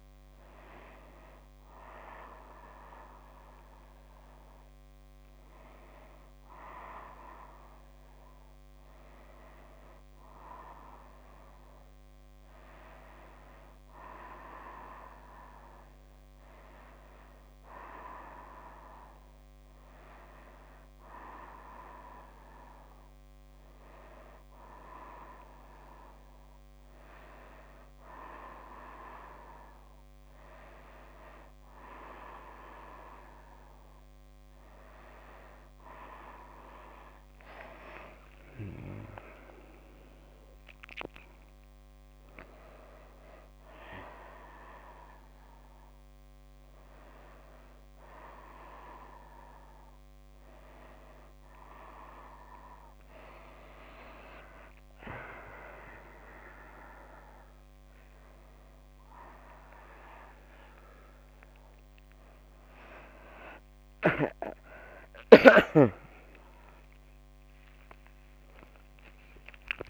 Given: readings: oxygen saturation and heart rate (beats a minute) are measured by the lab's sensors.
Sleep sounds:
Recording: breathing in sleep by a microphone on the trachea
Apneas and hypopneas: 1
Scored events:
0.50-34.50 s: obstructive apnea (oxygen 98% before, 91% lowest)
10.00-12.00 s: oxygen desaturation (device-marked, oxygen 98% before, 95% lowest)
37.00-40.00 s: arousal
69.00-69.90 s: new sleep stage, awake
From the record:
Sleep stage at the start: N2 (light sleep)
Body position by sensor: on the back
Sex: female

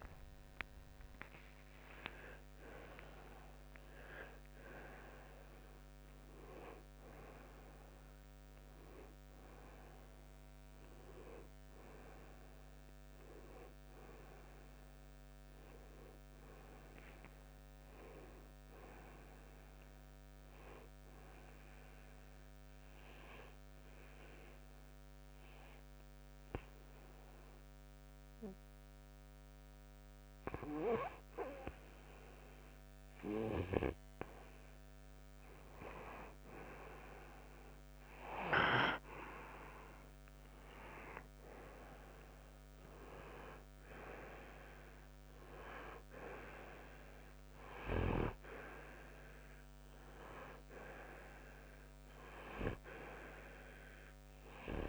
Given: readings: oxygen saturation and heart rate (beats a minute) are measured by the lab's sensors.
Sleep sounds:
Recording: breathing in sleep by a microphone on the trachea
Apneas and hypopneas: 1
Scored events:
0.00-1.50 s: arousal
21.00-35.00 s: hypopnea (oxygen 97% before, 92% lowest, heart rate 72 before, 58 extreme, up 3 after)
40.00-44.00 s: arousal
48.00-54.89 s: oxygen desaturation (device-marked, oxygen 96% before, 92% lowest, heart rate 60 before, 56 extreme)
From the record:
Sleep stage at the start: N2 (light sleep)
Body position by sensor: on the right side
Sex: male

